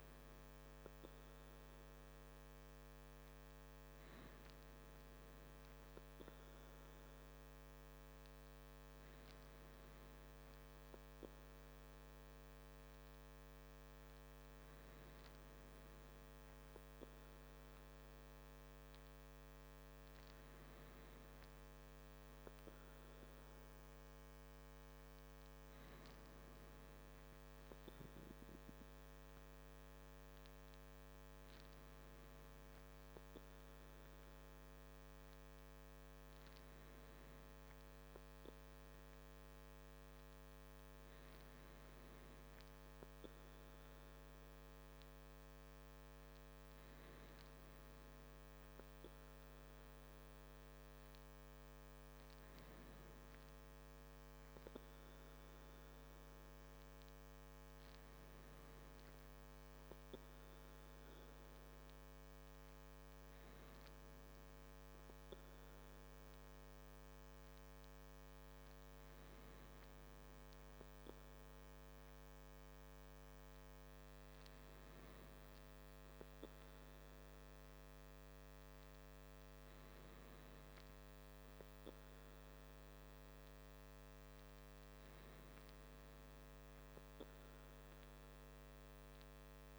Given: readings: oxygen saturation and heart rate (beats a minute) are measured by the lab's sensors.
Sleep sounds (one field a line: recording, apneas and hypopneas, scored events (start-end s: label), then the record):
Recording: breathing in sleep, hard to hear, by a microphone on the trachea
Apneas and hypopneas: none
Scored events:
none scored
From the record:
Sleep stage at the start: N2 (light sleep)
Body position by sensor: on the back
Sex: male